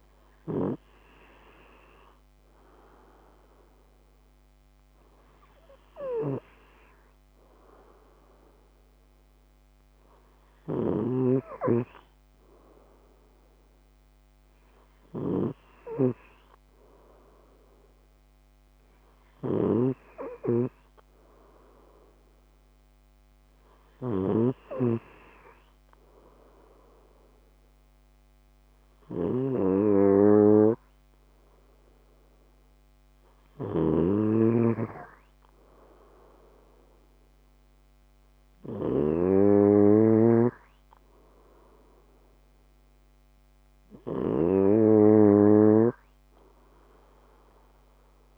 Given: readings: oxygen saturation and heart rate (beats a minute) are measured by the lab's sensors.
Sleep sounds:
breathing in sleep by a microphone on the trachea; none
9.50-48.38 s: snoring (device-marked)
From the record:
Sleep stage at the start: N2 (light sleep); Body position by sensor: on the left side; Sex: male

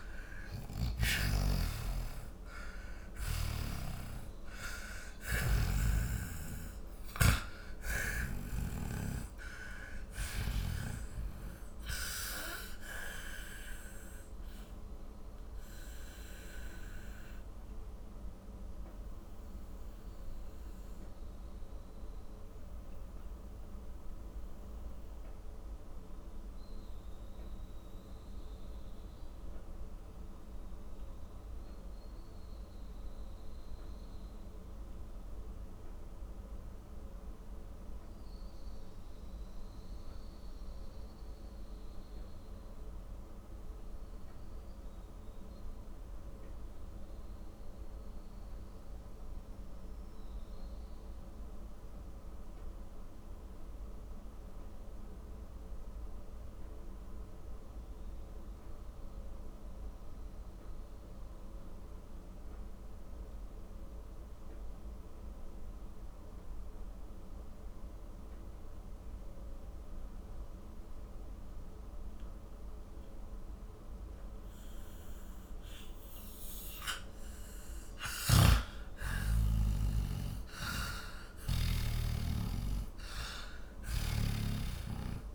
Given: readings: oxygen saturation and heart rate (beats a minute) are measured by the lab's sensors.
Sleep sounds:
breathing in sleep by a room microphone; 1
0.00-1.00 s: snoring (device-marked)
0.00-1.50 s: arousal
0.00-7.00 s: oxygen desaturation (device-marked, oxygen 91% lowest, heart rate 38 extreme)
5.50-9.00 s: snoring (device-marked)
9.00-48.00 s: oxygen desaturation (device-marked, oxygen 93% before, 82% lowest, heart rate 64 before, 38 extreme)
14.50-77.50 s: mixed apnea (oxygen 96% before, 82% lowest, heart rate 68 before, 38 extreme, up 19 after)
69.00-85.35 s: oxygen desaturation (device-marked, oxygen 98% before, 82% lowest, heart rate 48 before, 43 extreme)
78.00-82.00 s: snoring (device-marked)
78.50-83.00 s: arousal
From the record:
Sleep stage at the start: N2 (light sleep); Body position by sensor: on the back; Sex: male

